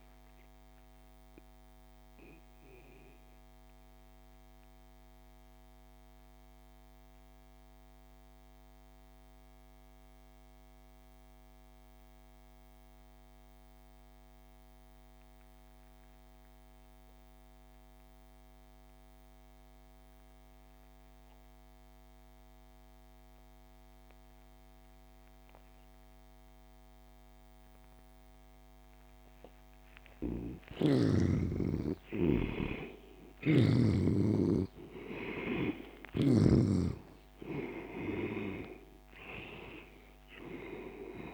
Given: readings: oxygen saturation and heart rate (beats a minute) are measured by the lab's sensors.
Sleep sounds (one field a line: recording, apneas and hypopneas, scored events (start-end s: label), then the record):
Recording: breathing in sleep by a microphone on the trachea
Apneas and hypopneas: 1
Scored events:
0.00-4.50 s: oxygen desaturation (device-marked, oxygen 81% lowest)
0.50-30.00 s: mixed apnea (oxygen 98% before, 81% lowest)
24.50-41.34 s: oxygen desaturation (device-marked, oxygen 99% before, 82% lowest)
31.00-36.00 s: arousal
33.00-36.50 s: snoring (device-marked)
From the record:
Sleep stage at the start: N2 (light sleep)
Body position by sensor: on the back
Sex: male